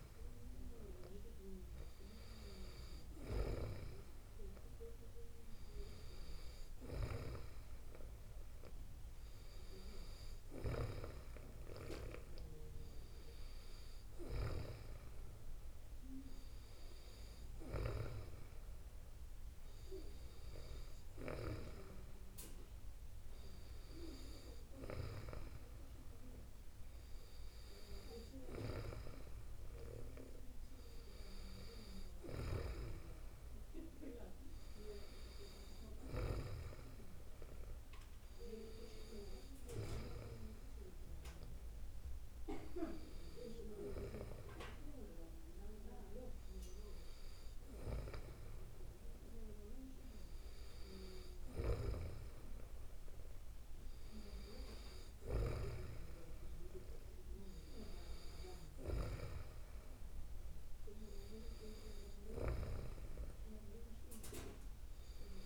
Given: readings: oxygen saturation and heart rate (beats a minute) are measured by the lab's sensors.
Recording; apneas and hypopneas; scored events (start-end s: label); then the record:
breathing in sleep by a room microphone; none
none scored
From the record:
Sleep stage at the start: N2 (light sleep); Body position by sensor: on the back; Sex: female